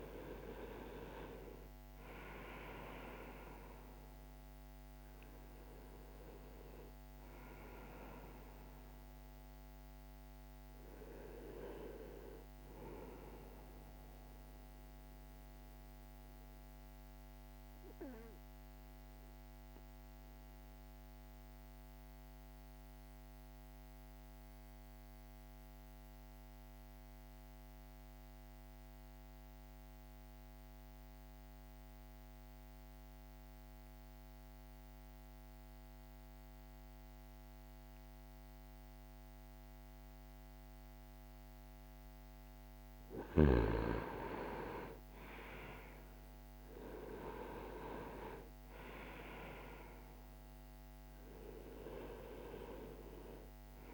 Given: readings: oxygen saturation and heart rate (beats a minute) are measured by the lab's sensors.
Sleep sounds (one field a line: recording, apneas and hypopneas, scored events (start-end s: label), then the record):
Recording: breathing in sleep by a microphone on the trachea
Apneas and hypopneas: 1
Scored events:
0.00-11.00 s: oxygen desaturation (device-marked, oxygen 89% lowest)
14.00-42.00 s: mixed apnea (oxygen 97% before, 84% lowest)
25.00-34.00 s: oxygen desaturation (device-marked, oxygen 90% before, 86% lowest)
44.00-48.00 s: arousal
46.00-53.94 s: oxygen desaturation (device-marked, oxygen 98% before, 84% lowest)
From the record:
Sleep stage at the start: N2 (light sleep)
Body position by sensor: on the back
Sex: male